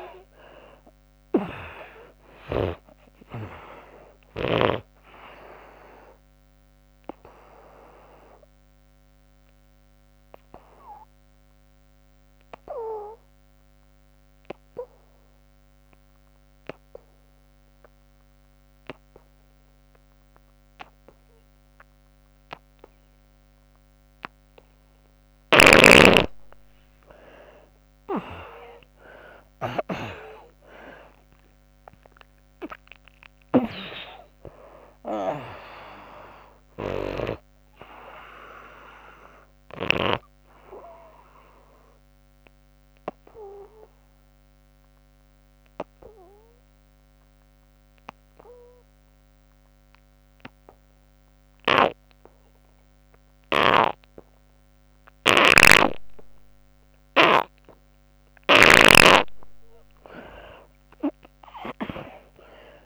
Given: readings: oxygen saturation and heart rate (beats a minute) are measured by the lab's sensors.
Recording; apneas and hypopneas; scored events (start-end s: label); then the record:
breathing in sleep by a microphone on the trachea; 2
0.00-2.50 s: snoring (device-marked)
2.50-17.50 s: oxygen desaturation (device-marked, oxygen 97% before, 77% lowest, heart rate 70 before, 63 extreme)
6.50-25.00 s: obstructive apnea (oxygen 97% before, 77% lowest, heart rate 76 before, 63 extreme, up 26 after)
23.50-29.50 s: oxygen desaturation (device-marked, oxygen 98% before, 92% lowest, heart rate 77 before, 65 extreme)
25.00-37.00 s: snoring (device-marked)
29.00-33.50 s: arousal
31.50-47.50 s: oxygen desaturation (device-marked, oxygen 97% before, 77% lowest, heart rate 69 before, 65 extreme)
40.00-58.00 s: obstructive apnea (oxygen 98% before, 75% lowest, heart rate 82 before, 65 extreme, up 43 after)
55.00-58.50 s: snoring (device-marked)
60.50-62.86 s: arousal
60.50-62.86 s: oxygen desaturation (device-marked, oxygen 98% before, 77% lowest, heart rate 70 before, 60 extreme)
From the record:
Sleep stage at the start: N2 (light sleep); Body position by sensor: on the back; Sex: female